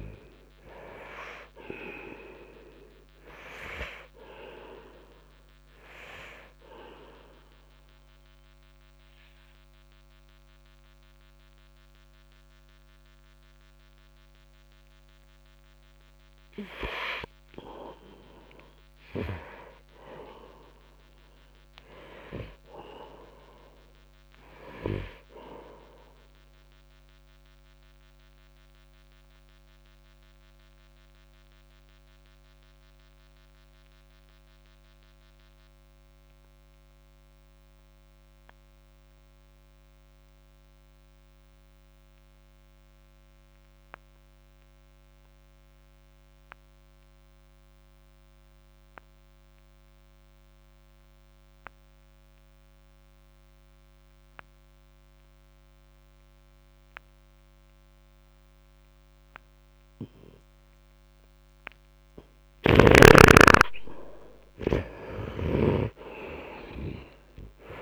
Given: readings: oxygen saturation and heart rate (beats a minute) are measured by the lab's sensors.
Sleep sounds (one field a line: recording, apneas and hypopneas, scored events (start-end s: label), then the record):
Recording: breathing in sleep by a microphone on the trachea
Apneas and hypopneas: 2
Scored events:
6.00-16.00 s: obstructive apnea (oxygen 89% before, 67% lowest, heart rate 54 before, 69 extreme, up 8 after)
7.00-32.00 s: oxygen desaturation (device-marked, oxygen 85% before, 67% lowest, heart rate 55 before, 53 extreme)
18.50-21.50 s: arousal
28.50-60.50 s: obstructive apnea (oxygen 85% before, 72% lowest, heart rate 74 before, 50 extreme, up 9 after)
52.00-67.82 s: oxygen desaturation (device-marked, oxygen 97% before, 74% lowest, heart rate 66 before, 50 extreme)
63.00-67.00 s: arousal
From the record:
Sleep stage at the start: N2 (light sleep)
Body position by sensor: on the right side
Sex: male